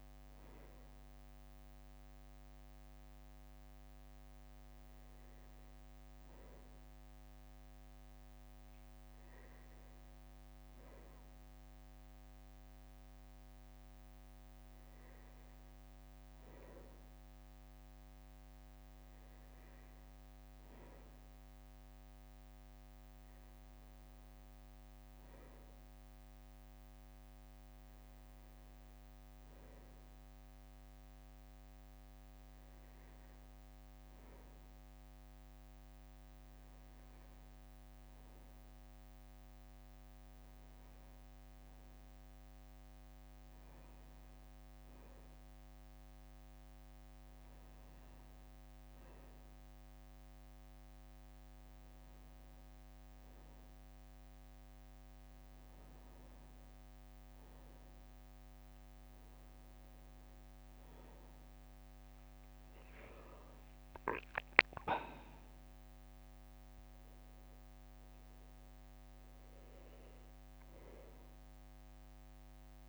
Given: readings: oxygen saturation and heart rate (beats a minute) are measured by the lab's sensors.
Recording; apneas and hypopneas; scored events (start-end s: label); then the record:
breathing in sleep, hard to hear, by a microphone on the trachea; none
59.00-69.00 s: leg movement (device-marked)
63.00-67.50 s: arousal
From the record:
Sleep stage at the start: N1 (lightest sleep); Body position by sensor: on the back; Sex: male